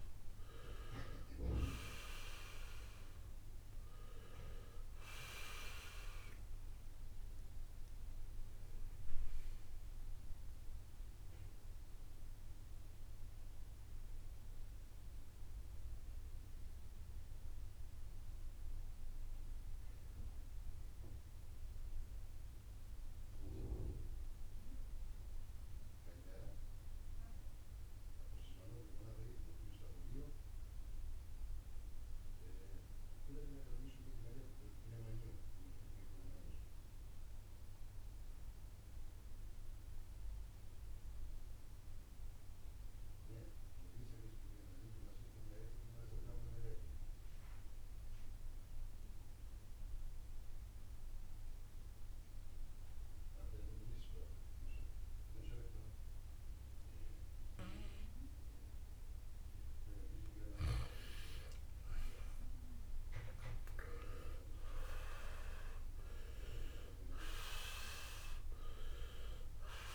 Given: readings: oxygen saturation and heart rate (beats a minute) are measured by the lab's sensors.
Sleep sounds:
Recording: breathing in sleep by a room microphone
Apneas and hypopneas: 1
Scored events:
0.00-19.00 s: oxygen desaturation (device-marked, oxygen 77% lowest, heart rate 50 extreme)
15.00-60.00 s: mixed apnea (oxygen 93% before, 77% lowest, heart rate 80 before, 54 extreme, up 14 after)
50.00-69.95 s: oxygen desaturation (device-marked, oxygen 98% before, 78% lowest, heart rate 70 before, 54 extreme)
61.50-66.00 s: arousal
63.00-69.95 s: new sleep stage, N1 (lightest sleep)
From the record:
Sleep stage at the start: N2 (light sleep)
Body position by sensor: on the right side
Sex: male

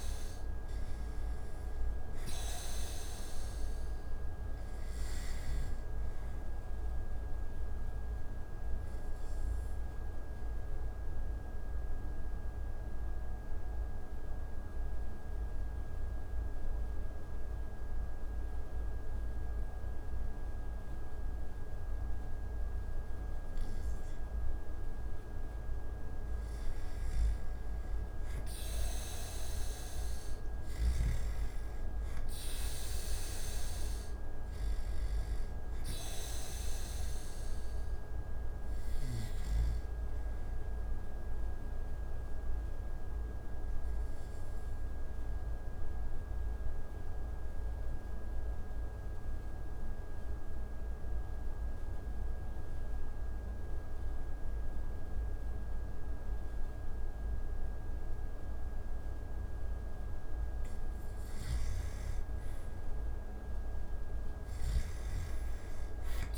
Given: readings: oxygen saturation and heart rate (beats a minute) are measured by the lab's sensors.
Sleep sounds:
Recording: breathing in sleep, hard to hear, by a room microphone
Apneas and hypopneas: 2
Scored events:
1.00-27.00 s: oxygen desaturation (device-marked, oxygen 96% before, 88% lowest)
6.00-24.00 s: obstructive apnea (oxygen 96% before, 88% lowest)
26.00-30.00 s: arousal
41.50-60.50 s: obstructive apnea (oxygen 97% before, 88% lowest)
43.00-55.00 s: oxygen desaturation (device-marked, oxygen 96% before, 89% lowest)
63.00-66.00 s: arousal
From the record:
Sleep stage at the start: N2 (light sleep)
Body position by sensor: on the back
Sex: male

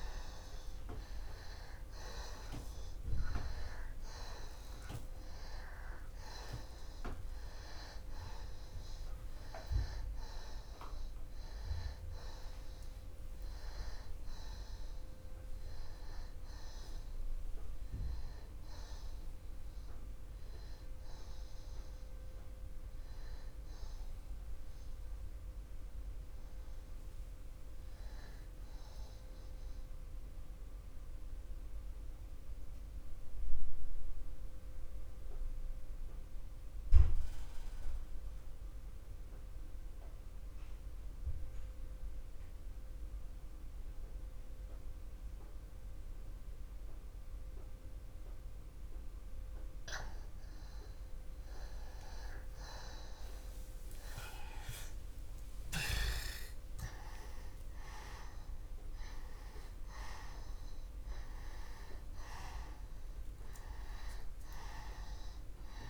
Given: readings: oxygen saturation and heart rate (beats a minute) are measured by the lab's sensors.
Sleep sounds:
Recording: breathing in sleep by a room microphone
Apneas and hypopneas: 1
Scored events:
0.00-17.50 s: oxygen desaturation (device-marked, oxygen 92% lowest)
22.00-26.50 s: arousal
31.50-50.50 s: mixed apnea (oxygen 95% before, 83% lowest, heart rate 65 before, 52 extreme, up 34 after)
55.50-61.50 s: arousal
59.50-65.89 s: oxygen desaturation (device-marked, oxygen 95% before, 83% lowest, heart rate 59 before, 61 extreme)
From the record:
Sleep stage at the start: N2 (light sleep)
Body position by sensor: on the back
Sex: male

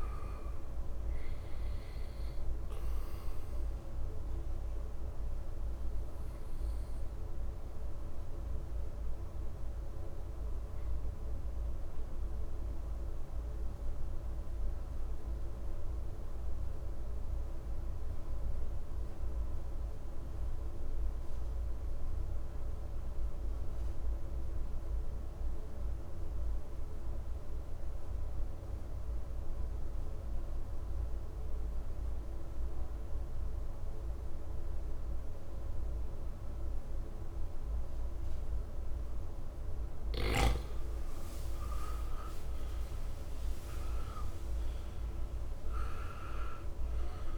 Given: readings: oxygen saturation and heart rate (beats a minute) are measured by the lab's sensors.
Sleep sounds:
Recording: breathing in sleep, hard to hear, by a room microphone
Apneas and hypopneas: 1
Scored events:
0.00-17.50 s: oxygen desaturation (device-marked, oxygen 90% lowest, heart rate 57 extreme)
7.00-41.50 s: mixed apnea (oxygen 98% before, 89% lowest, heart rate 64 before, 57 extreme, up 10 after)
29.50-47.38 s: oxygen desaturation (device-marked, oxygen 99% before, 89% lowest, heart rate 58 before, 57 extreme)
43.50-47.38 s: arousal
From the record:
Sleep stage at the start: N2 (light sleep)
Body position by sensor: on the right side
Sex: male

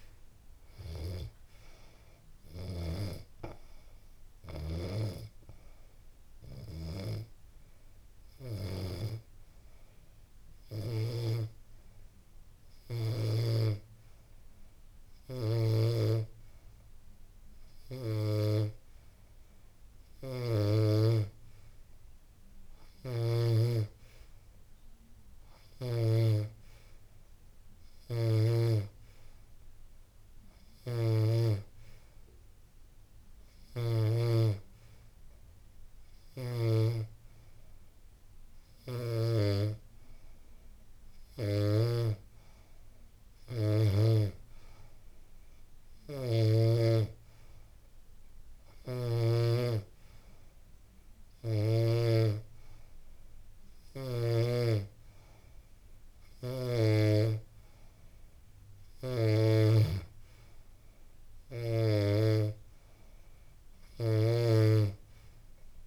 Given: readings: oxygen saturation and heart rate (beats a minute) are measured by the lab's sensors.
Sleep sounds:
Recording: breathing in sleep by a room microphone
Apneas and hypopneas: none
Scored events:
0.00-14.50 s: oxygen desaturation (device-marked, oxygen 86% lowest, heart rate 85 extreme)
48.00-53.50 s: snoring (device-marked)
From the record:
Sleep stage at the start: N2 (light sleep)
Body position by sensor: on the back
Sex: female

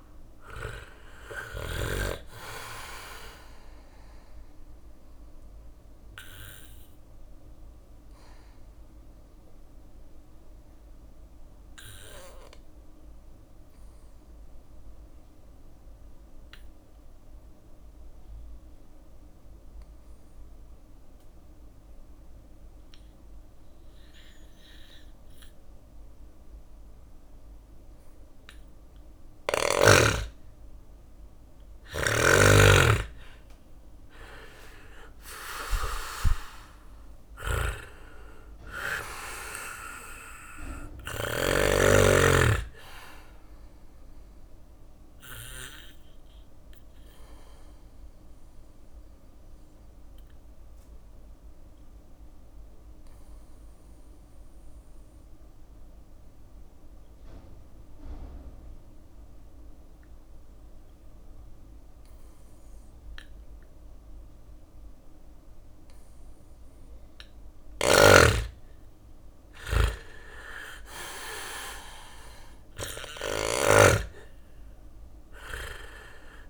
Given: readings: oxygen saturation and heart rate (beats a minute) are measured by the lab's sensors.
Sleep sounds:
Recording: breathing in sleep by a room microphone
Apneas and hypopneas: 2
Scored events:
0.00-12.00 s: drop in pulse transit time (device-marked, heart rate 55 extreme)
0.00-24.00 s: oxygen desaturation (device-marked, oxygen 92% lowest, heart rate 55 extreme)
1.00-11.00 s: bradycardia (device-marked, heart rate 61 before, 55 extreme)
4.50-27.50 s: obstructive apnea (oxygen 97% before, 88% lowest, heart rate 67 before, 56 extreme, up 6 after)
21.00-31.00 s: bradycardia (device-marked, heart rate 61 before, 58 extreme)
31.00-35.50 s: arousal
31.00-40.50 s: snoring (device-marked)
32.00-44.00 s: drop in pulse transit time (device-marked, heart rate 59 before, 58 extreme)
38.00-57.00 s: oxygen desaturation (device-marked, oxygen 98% before, 88% lowest, heart rate 60 before, 57 extreme)
41.00-55.00 s: bradycardia (device-marked, heart rate 61 before, 57 extreme)
45.50-65.00 s: obstructive apnea (oxygen 99% before, 88% lowest, heart rate 61 before, 56 extreme, up 3 after)
63.00-66.00 s: bradycardia (device-marked, heart rate 61 before, 61 extreme)
66.50-76.00 s: snoring (device-marked)
67.00-69.00 s: arousal
67.00-76.50 s: drop in pulse transit time (device-marked, heart rate 59 before, 57 extreme)
71.00-76.50 s: oxygen desaturation (device-marked, oxygen 99% before, 90% lowest, heart rate 60 before, 56 extreme)
74.00-76.50 s: bradycardia (device-marked, heart rate 61 before, 56 extreme)
From the record:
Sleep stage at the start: N2 (light sleep)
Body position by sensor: on the back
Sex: male

